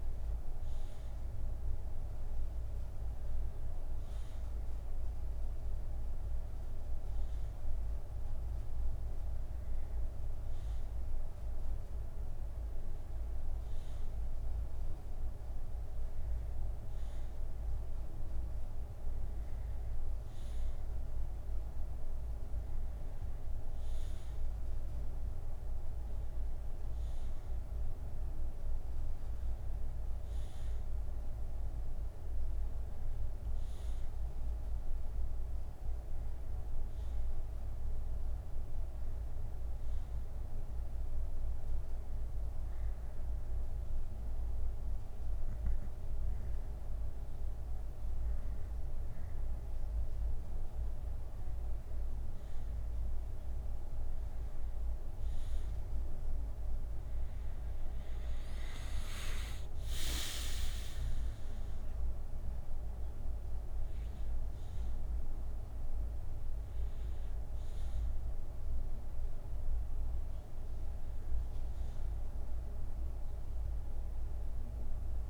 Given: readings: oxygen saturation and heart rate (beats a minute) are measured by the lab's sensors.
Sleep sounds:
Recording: breathing in sleep, hard to hear, by a room microphone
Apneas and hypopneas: 1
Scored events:
28.50-30.50 s: bradycardia (device-marked, heart rate 74 before, 66 extreme)
32.50-35.50 s: bradycardia (device-marked, heart rate 74 before, 59 extreme)
34.00-37.00 s: arousal
36.50-39.50 s: bradycardia (device-marked, heart rate 74 before, 56 extreme)
40.00-51.00 s: obstructive apnea (oxygen 93% before, 88% lowest, heart rate 67 before, 58 extreme, up 18 after)
53.50-57.00 s: arousal
58.50-71.50 s: oxygen desaturation (device-marked, oxygen 92% before, 88% lowest, heart rate 67 before, 64 extreme)
From the record:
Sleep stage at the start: N2 (light sleep)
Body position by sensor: on the back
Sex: male

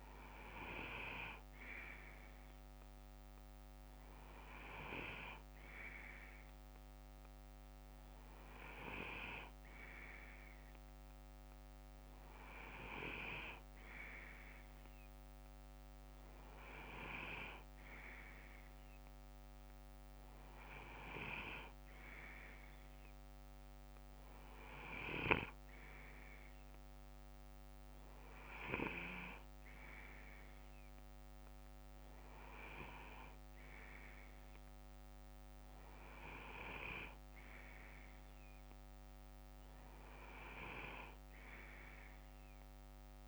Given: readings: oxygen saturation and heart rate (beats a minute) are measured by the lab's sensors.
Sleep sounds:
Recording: breathing in sleep by a microphone on the trachea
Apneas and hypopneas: none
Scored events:
33.50-38.50 s: bradycardia (device-marked, heart rate 61 before, 59 extreme)
From the record:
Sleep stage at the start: N2 (light sleep)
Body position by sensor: on the left side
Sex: male

